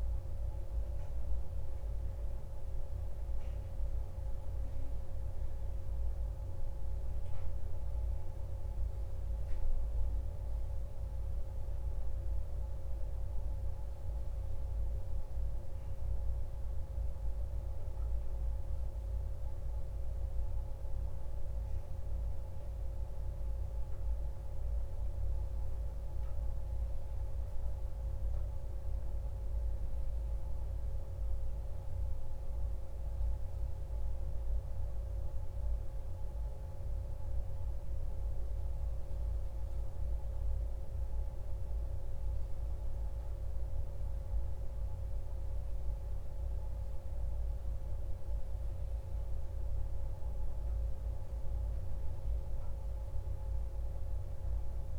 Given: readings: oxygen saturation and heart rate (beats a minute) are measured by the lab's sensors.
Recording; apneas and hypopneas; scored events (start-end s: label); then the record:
breathing in sleep, hard to hear, by a room microphone; none
none scored
From the record:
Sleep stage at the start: N1 (lightest sleep); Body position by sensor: on the back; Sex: male